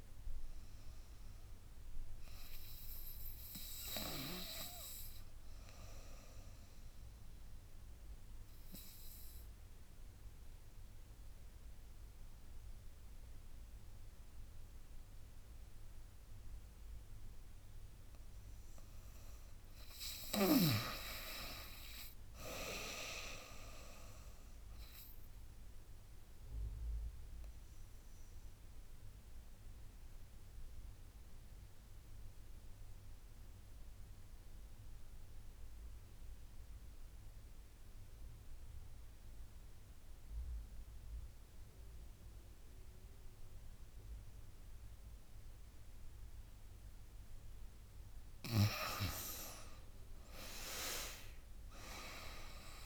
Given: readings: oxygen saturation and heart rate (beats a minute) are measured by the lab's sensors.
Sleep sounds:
breathing in sleep by a room microphone; 2
6.00-18.50 s: obstructive apnea (oxygen 99% before, 89% lowest, heart rate 78 before, 72 extreme, up 8 after)
21.00-24.00 s: arousal
25.00-40.00 s: oxygen desaturation (device-marked, oxygen 97% before, 93% lowest, heart rate 80 before, 72 extreme)
27.50-47.00 s: obstructive apnea (oxygen 99% before, 89% lowest, heart rate 80 before, 72 extreme, up 17 after)
36.00-42.00 s: drop in pulse transit time (device-marked, heart rate 81 before, 72 extreme)
49.00-52.00 s: arousal
51.00-52.86 s: drop in pulse transit time (device-marked, heart rate 74 before, 75 extreme)
From the record:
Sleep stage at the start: N2 (light sleep); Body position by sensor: on the back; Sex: female

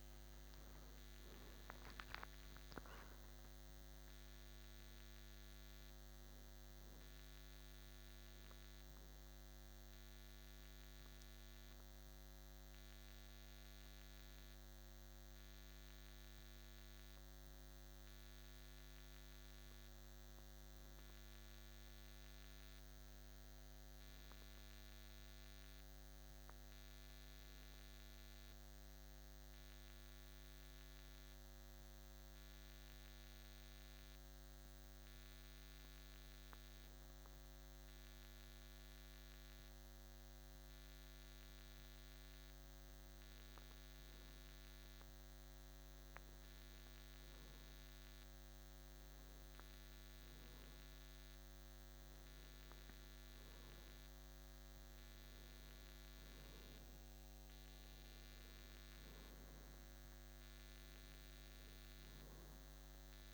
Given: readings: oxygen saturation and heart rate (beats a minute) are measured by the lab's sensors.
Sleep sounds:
breathing in sleep, hard to hear, by a microphone on the trachea; 1
0.00-1.50 s: tachycardia (device-marked, heart rate 170 extreme)
7.50-28.50 s: oxygen desaturation (device-marked, oxygen 94% before, 90% lowest, heart rate 96 before, 54 extreme)
8.50-42.00 s: hypopnea (oxygen 95% before, 90% lowest, heart rate 95 before, 54 extreme, up 1 after)
20.50-63.34 s: new sleep stage, N1 (lightest sleep)
44.50-48.50 s: arousal
50.50-63.34 s: oxygen desaturation (device-marked, oxygen 98% before, 91% lowest, heart rate 54 before, 54 extreme)
From the record:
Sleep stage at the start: N2 (light sleep); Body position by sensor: on the back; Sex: male

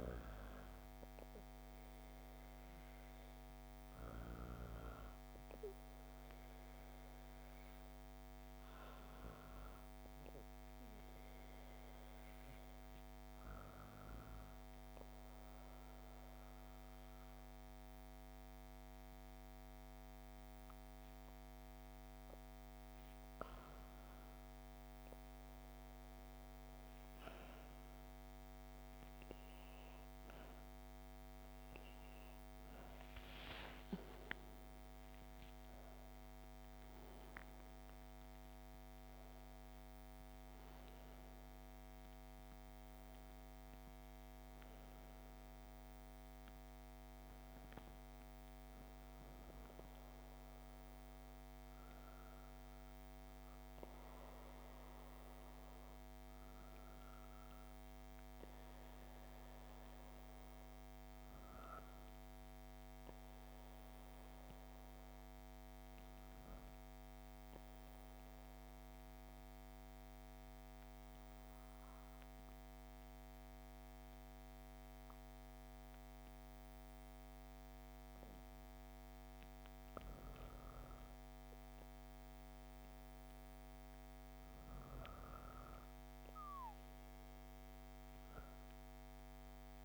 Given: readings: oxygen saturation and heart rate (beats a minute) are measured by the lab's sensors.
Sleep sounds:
breathing in sleep, hard to hear, by a microphone on the trachea; 2
13.50-24.50 s: obstructive apnea (oxygen 97% before, 96% lowest, heart rate 71 before, 59 extreme, up 10 after)
32.50-37.50 s: arousal
68.00-79.00 s: obstructive apnea (oxygen 98% before, 96% lowest, heart rate 59 before, 57 extreme, up 5 after)
81.50-86.00 s: arousal
From the record:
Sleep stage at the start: REM sleep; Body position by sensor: on the back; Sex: female

